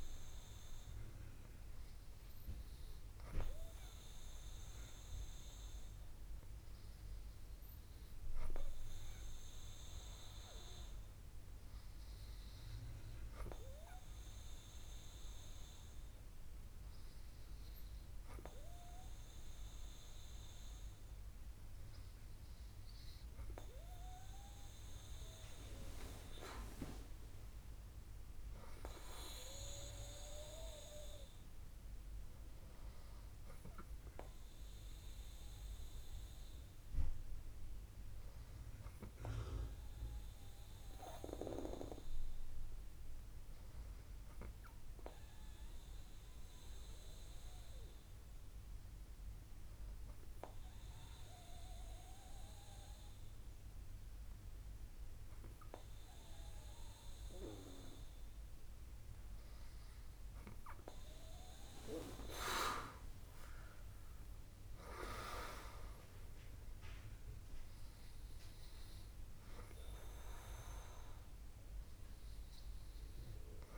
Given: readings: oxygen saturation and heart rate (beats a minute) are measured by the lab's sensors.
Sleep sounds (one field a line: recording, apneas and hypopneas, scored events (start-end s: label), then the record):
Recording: breathing in sleep by a room microphone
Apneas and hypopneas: none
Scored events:
63.50-66.50 s: arousal
From the record:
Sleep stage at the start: N2 (light sleep)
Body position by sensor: on the back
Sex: female